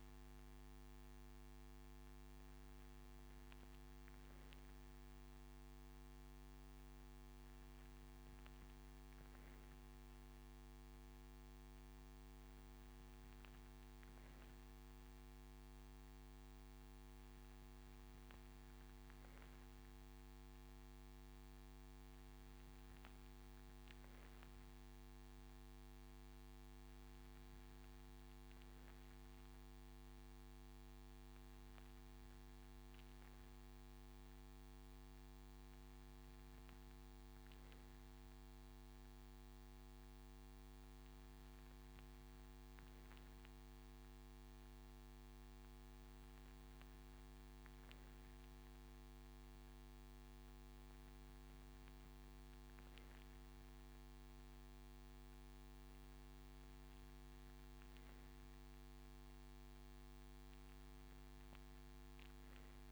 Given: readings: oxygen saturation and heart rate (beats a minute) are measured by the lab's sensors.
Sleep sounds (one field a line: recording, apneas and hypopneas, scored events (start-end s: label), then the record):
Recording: breathing in sleep, hard to hear, by a microphone on the trachea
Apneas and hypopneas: none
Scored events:
none scored
From the record:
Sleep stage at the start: N3 (deep sleep)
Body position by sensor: on the right side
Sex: male